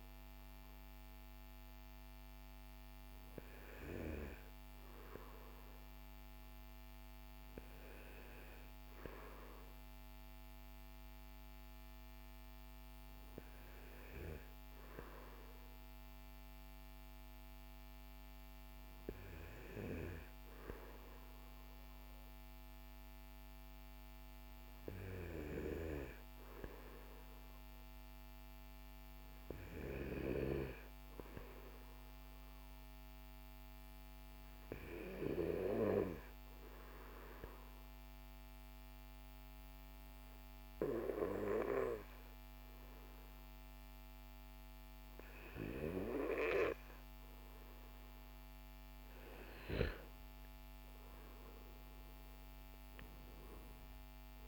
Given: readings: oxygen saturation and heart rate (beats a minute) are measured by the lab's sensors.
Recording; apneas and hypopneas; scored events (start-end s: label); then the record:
breathing in sleep by a microphone on the trachea; none
none scored
From the record:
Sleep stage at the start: N2 (light sleep); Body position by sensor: on the right side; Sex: male